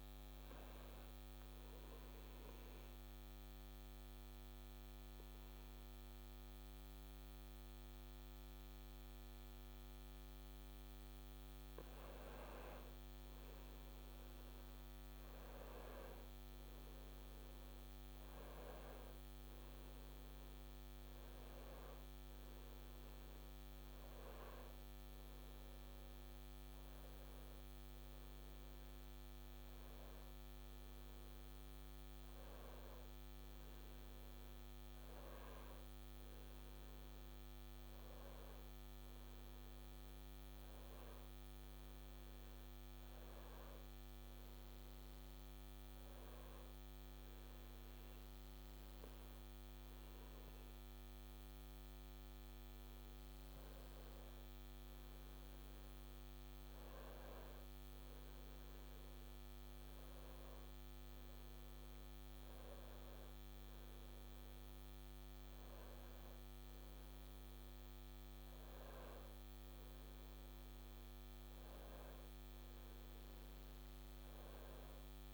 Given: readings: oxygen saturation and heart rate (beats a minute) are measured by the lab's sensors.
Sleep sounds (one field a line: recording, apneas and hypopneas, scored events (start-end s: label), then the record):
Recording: breathing in sleep, hard to hear, by a microphone on the trachea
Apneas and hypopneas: 2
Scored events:
1.50-12.00 s: obstructive apnea (oxygen 96% before, 91% lowest, heart rate 74 before, 68 extreme, up 2 after)
15.00-19.00 s: arousal
19.00-32.00 s: oxygen desaturation (device-marked, oxygen 94% before, 91% lowest, heart rate 70 before, 72 extreme)
35.50-40.50 s: arousal
44.50-55.50 s: hypopnea (oxygen 96% before, 93% lowest, heart rate 74 before, 72 extreme, up 3 after)
57.50-61.50 s: arousal
From the record:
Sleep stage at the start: N2 (light sleep)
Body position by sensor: on the back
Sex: male